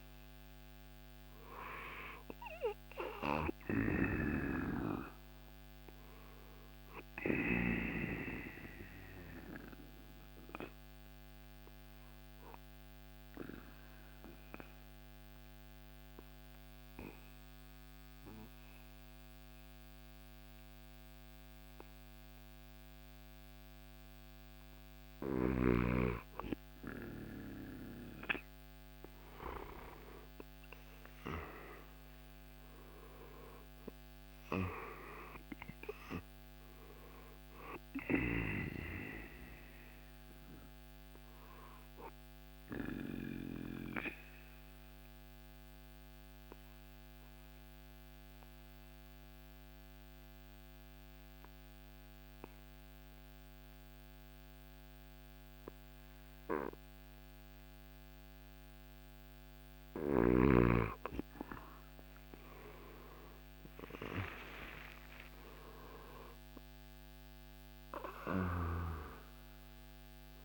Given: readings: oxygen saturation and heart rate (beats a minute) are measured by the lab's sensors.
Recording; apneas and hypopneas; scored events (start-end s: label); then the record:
breathing in sleep by a microphone on the trachea; 2
0.00-10.50 s: drop in pulse transit time (device-marked, heart rate 64 extreme)
0.00-20.50 s: oxygen desaturation (device-marked, oxygen 89% lowest, heart rate 53 extreme)
9.00-25.50 s: central apnea (oxygen 97% before, 87% lowest, heart rate 66 before, 53 extreme, up 6 after)
30.00-34.00 s: arousal
31.50-45.50 s: drop in pulse transit time (device-marked, heart rate 64 before, 53 extreme)
39.50-44.50 s: oxygen desaturation (device-marked, oxygen 96% before, 91% lowest, heart rate 67 before, 53 extreme)
42.00-60.50 s: central apnea (oxygen 97% before, 87% lowest, heart rate 68 before, 55 extreme, up 14 after)
46.50-57.50 s: oxygen desaturation (device-marked, oxygen 95% before, 90% lowest, heart rate 66 before, 59 extreme)
62.50-67.50 s: arousal
66.50-70.45 s: drop in pulse transit time (device-marked, heart rate 63 before, 62 extreme)
From the record:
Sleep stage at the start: N2 (light sleep); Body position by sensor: on the back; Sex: male